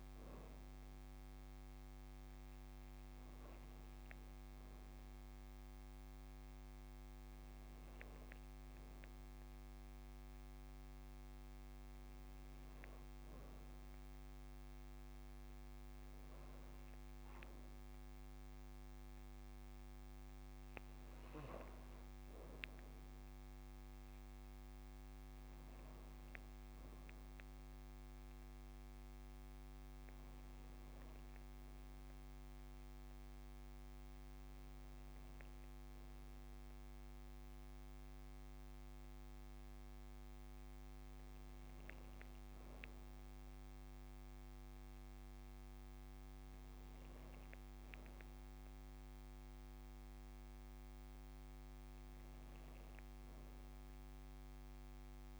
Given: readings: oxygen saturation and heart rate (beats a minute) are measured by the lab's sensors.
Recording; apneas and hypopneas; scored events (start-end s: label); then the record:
breathing in sleep, hard to hear, by a microphone on the trachea; none
none scored
From the record:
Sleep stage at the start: N2 (light sleep); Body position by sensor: on the back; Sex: female